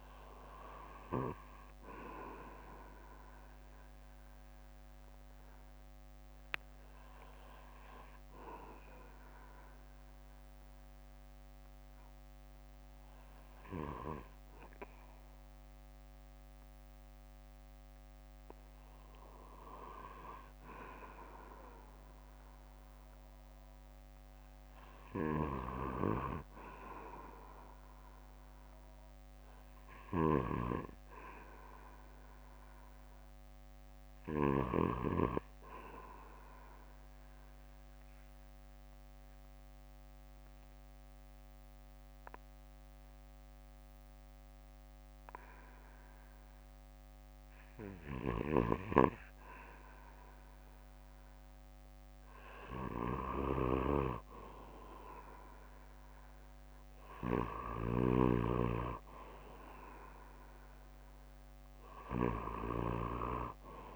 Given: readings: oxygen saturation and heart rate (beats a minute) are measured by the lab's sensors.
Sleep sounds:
breathing in sleep by a microphone on the trachea; 2
3.00-17.00 s: oxygen desaturation (device-marked, oxygen 97% before, 94% lowest, heart rate 66 before, 57 extreme)
4.50-19.00 s: hypopnea (oxygen 98% before, 93% lowest, heart rate 66 before, 57 extreme, up 11 after)
5.00-13.00 s: bradycardia (device-marked, heart rate 64 before, 56 extreme)
20.50-24.50 s: arousal
21.00-63.96 s: new sleep stage, REM sleep
37.50-48.00 s: obstructive apnea (oxygen 97% before, 92% lowest, heart rate 64 before, 53 extreme, up 6 after)
39.00-41.00 s: bradycardia (device-marked, heart rate 64 before, 57 extreme)
43.00-54.00 s: bradycardia (device-marked, heart rate 64 before, 53 extreme)
53.00-58.50 s: arousal
From the record:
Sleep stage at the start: N2 (light sleep); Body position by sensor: on the back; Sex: male

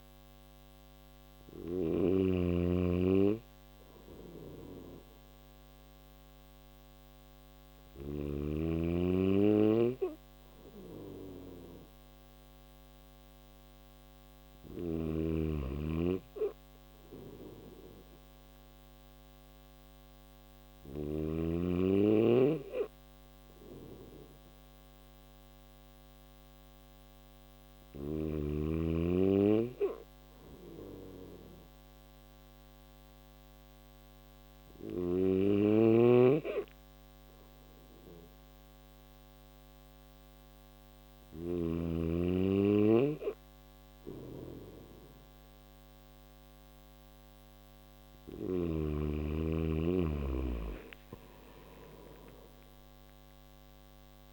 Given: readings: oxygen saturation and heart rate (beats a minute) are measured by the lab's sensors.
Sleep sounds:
breathing in sleep by a microphone on the trachea; none
0.50-7.00 s: snoring (device-marked)
13.50-20.00 s: snoring (device-marked)
40.00-47.50 s: snoring (device-marked)
49.00-54.33 s: new sleep stage, N3 (deep sleep)
From the record:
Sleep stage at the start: N1 (lightest sleep); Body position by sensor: on the back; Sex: male

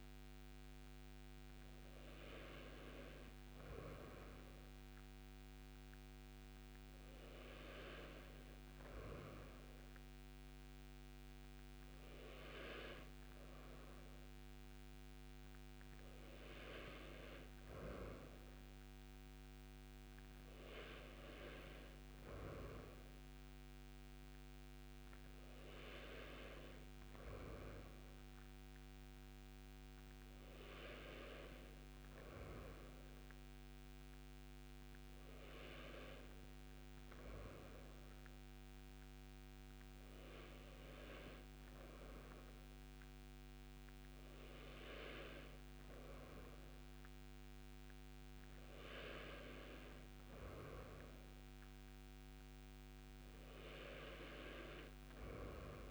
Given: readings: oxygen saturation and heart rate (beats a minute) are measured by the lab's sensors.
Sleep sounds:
breathing in sleep by a microphone on the trachea; none
none scored
From the record:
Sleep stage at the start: N2 (light sleep); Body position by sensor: on the right side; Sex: male

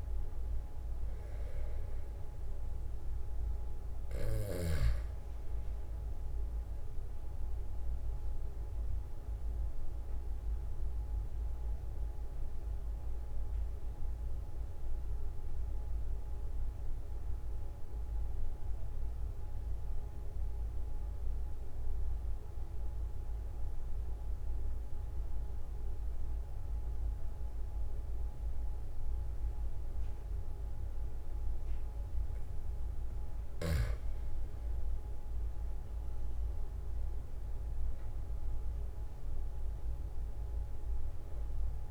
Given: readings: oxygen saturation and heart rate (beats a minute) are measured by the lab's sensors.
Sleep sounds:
breathing in sleep, hard to hear, by a room microphone; 1
7.00-32.00 s: obstructive apnea (oxygen 97% before, 91% lowest, heart rate 45 before, 42 extreme, up 3 after)
34.50-38.50 s: arousal
37.00-41.91 s: oxygen desaturation (device-marked, oxygen 97% before, 91% lowest, heart rate 44 before, 43 extreme)
38.00-41.91 s: new sleep stage, N1 (lightest sleep)
From the record:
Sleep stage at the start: N2 (light sleep); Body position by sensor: on the back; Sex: male

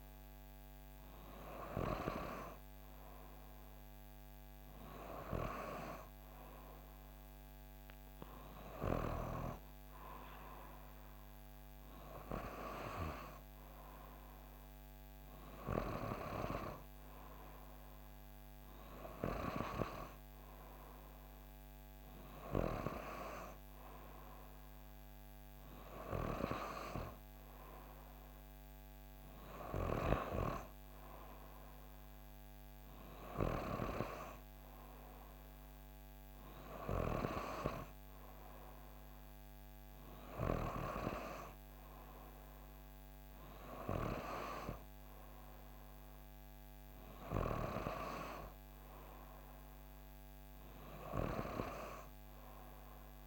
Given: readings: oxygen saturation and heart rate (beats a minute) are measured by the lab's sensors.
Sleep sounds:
breathing in sleep by a microphone on the trachea; none
none scored
From the record:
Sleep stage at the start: N3 (deep sleep); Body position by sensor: on the back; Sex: female

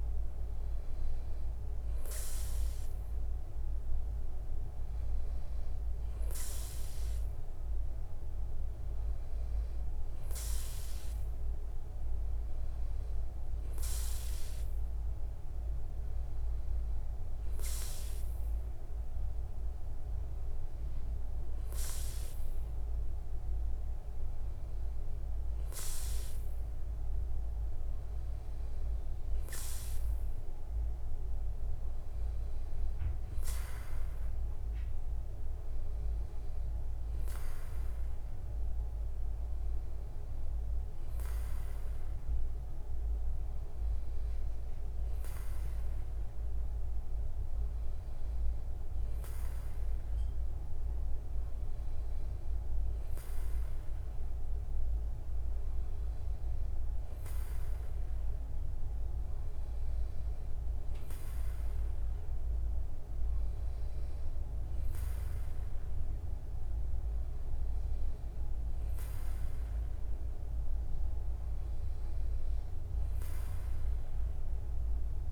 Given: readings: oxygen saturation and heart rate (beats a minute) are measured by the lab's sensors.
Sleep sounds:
breathing in sleep, hard to hear, by a room microphone; none
none scored
From the record:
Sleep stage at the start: N2 (light sleep); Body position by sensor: on the back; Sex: male

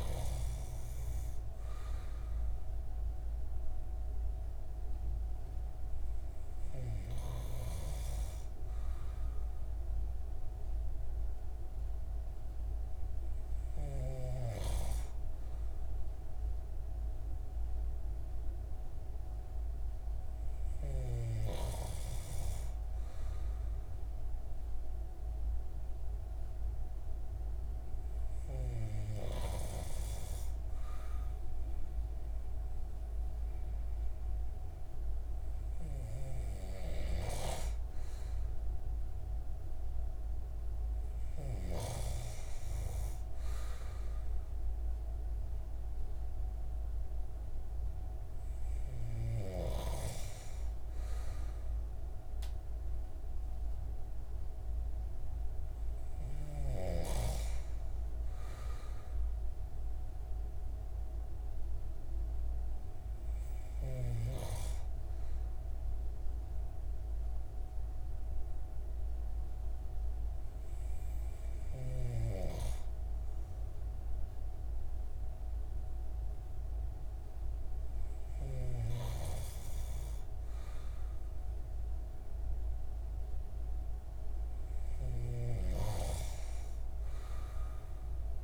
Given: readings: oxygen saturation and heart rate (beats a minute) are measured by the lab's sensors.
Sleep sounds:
breathing in sleep by a room microphone; none
none scored
From the record:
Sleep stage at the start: N2 (light sleep); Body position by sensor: on the right side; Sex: male

